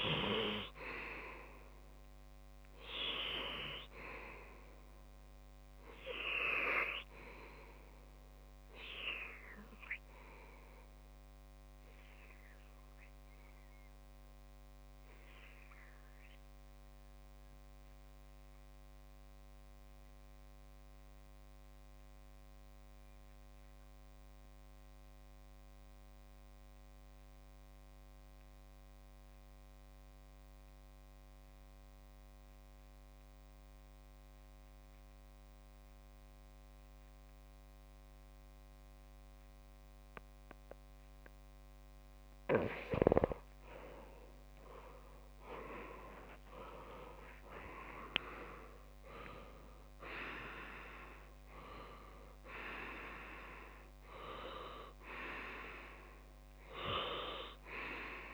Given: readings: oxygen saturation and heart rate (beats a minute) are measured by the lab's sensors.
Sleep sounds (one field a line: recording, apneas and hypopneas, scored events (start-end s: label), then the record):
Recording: breathing in sleep by a microphone on the trachea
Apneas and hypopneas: 1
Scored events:
9.50-41.00 s: obstructive apnea (oxygen 98% before, 93% lowest)
37.00-58.34 s: oxygen desaturation (device-marked, oxygen 99% before, 93% lowest)
44.00-47.50 s: arousal
From the record:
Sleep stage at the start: REM sleep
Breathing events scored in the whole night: 242 in 5.2 hours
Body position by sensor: on the left side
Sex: male